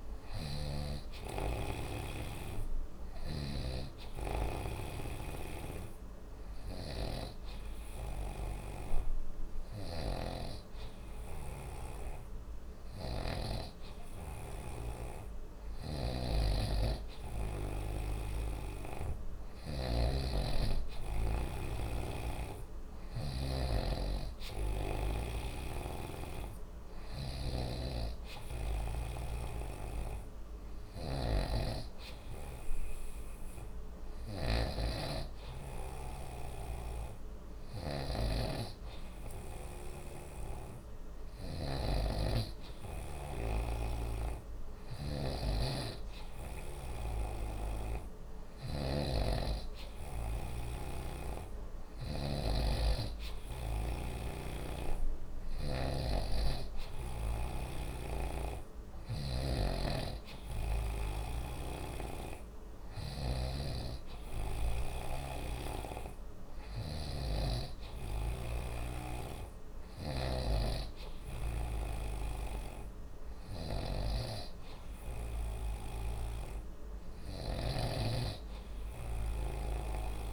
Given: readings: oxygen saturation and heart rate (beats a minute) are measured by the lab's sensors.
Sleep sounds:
breathing in sleep by a room microphone; none
15.50-59.50 s: snoring (device-marked)
61.50-65.00 s: snoring (device-marked)
67.00-70.50 s: snoring (device-marked)
77.50-80.33 s: snoring (device-marked)
From the record:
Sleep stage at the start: N2 (light sleep); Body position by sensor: on the right side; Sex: male

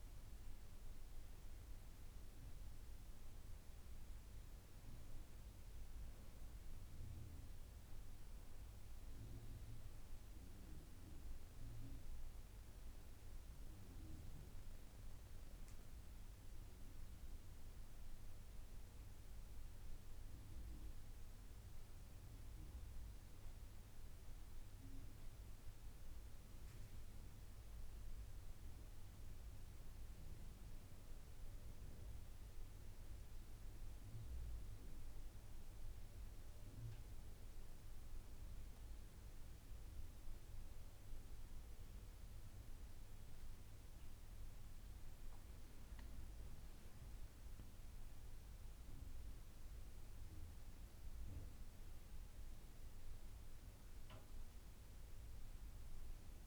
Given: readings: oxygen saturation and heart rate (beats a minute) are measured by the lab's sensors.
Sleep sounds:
breathing in sleep, hard to hear, by a room microphone; none
none scored
From the record:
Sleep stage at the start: N2 (light sleep); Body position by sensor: on the right side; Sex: female

